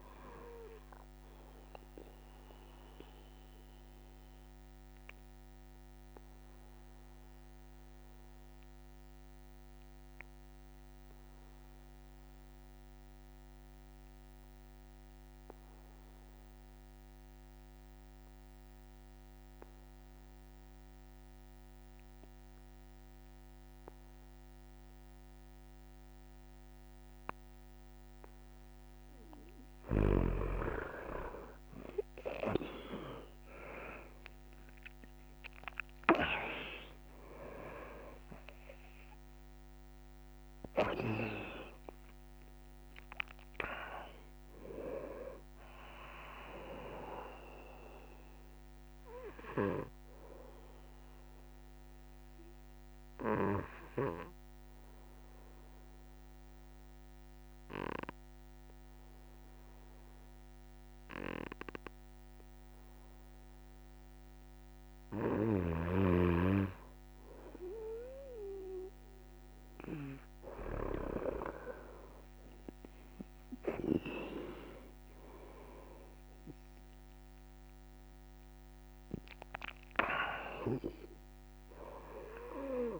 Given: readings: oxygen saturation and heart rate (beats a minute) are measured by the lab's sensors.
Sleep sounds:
breathing in sleep by a microphone on the trachea; 2
0.00-11.00 s: oxygen desaturation (device-marked, oxygen 81% lowest)
2.00-28.00 s: obstructive apnea (oxygen 90% before, 81% lowest)
30.00-59.00 s: oxygen desaturation (device-marked, oxygen 100% before, 88% lowest)
52.00-64.00 s: obstructive apnea (oxygen 100% before, 88% lowest)
72.00-83.00 s: oxygen desaturation (device-marked, oxygen 100% before, 93% lowest)
From the record:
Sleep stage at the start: N2 (light sleep); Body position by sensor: on the back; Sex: male

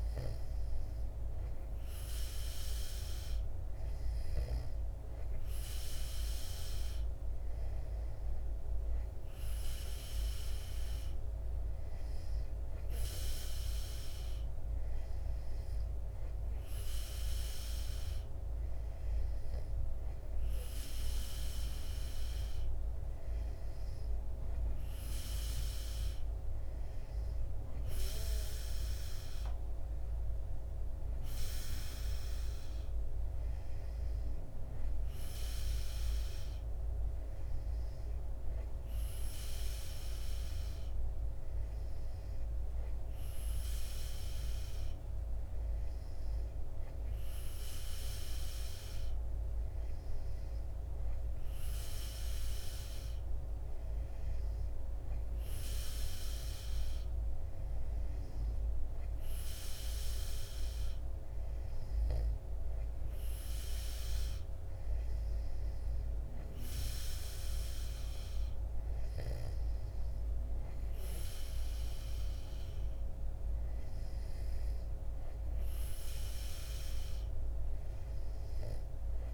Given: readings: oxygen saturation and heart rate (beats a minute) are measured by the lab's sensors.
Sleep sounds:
breathing in sleep, hard to hear, by a room microphone; none
none scored
From the record:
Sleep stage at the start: N2 (light sleep); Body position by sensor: on the back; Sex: male

